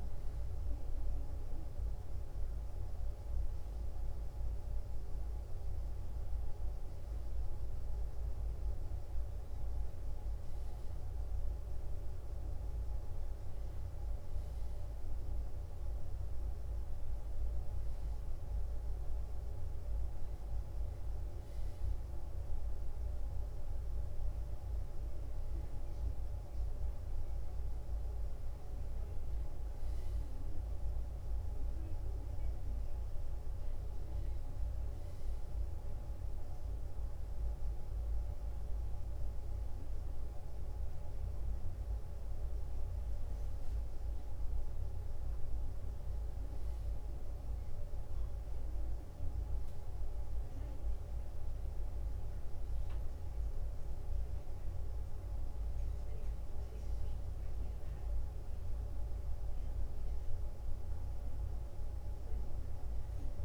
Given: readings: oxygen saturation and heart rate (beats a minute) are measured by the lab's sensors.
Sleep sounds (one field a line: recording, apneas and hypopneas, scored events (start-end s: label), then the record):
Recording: a person awake in a sleep study, hard to hear, by a room microphone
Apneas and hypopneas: none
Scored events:
none scored
From the record:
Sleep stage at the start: awake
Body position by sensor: on the back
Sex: male